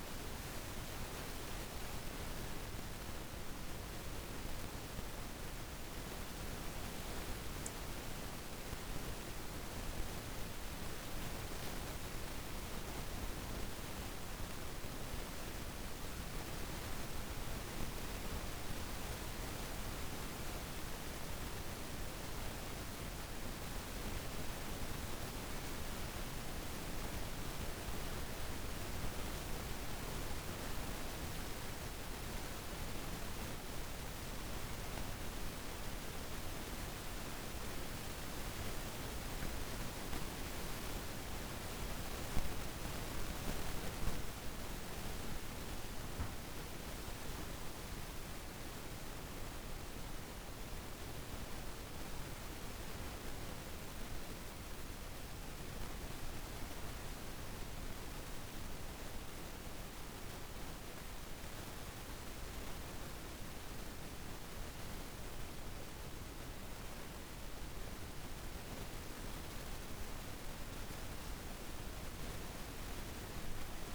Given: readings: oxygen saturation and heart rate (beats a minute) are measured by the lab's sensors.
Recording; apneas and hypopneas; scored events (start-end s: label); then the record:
breathing in sleep, hard to hear, by a room microphone; none
5.00-8.50 s: arousal
42.00-49.00 s: arousal
72.50-73.95 s: arousal
From the record:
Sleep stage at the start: N1 (lightest sleep); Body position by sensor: on the back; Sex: female